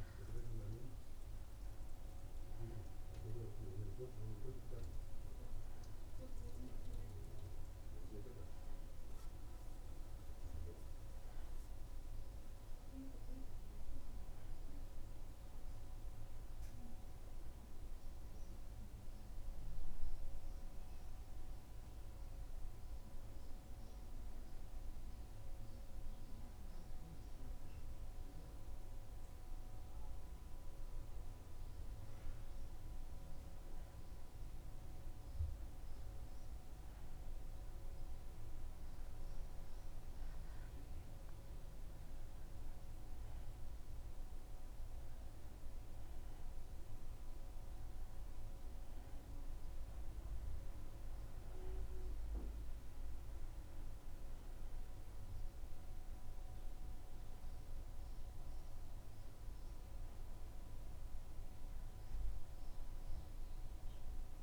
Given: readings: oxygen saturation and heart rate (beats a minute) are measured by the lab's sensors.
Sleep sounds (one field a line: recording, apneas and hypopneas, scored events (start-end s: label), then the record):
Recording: breathing in sleep, hard to hear, by a room microphone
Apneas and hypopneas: none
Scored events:
none scored
From the record:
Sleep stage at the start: N1 (lightest sleep)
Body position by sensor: on the back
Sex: male